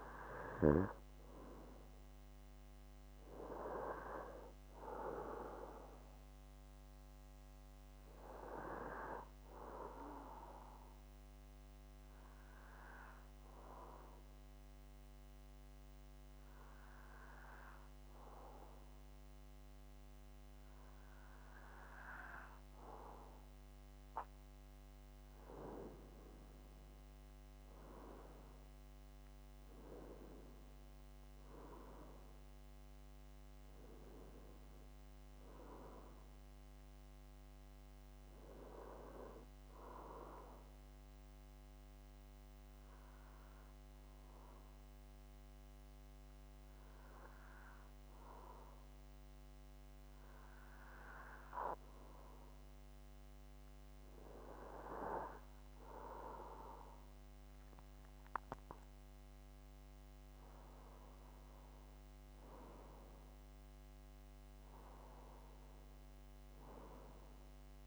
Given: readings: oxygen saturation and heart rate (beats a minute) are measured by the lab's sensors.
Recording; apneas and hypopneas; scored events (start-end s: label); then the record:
breathing in sleep by a microphone on the trachea; 2
11.00-22.00 s: obstructive apnea (oxygen 96% before, 93% lowest)
26.50-30.50 s: arousal
42.00-54.00 s: obstructive apnea (oxygen 96% before, 93% lowest)
57.00-60.50 s: arousal
From the record:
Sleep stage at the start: N2 (light sleep); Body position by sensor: on the back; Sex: male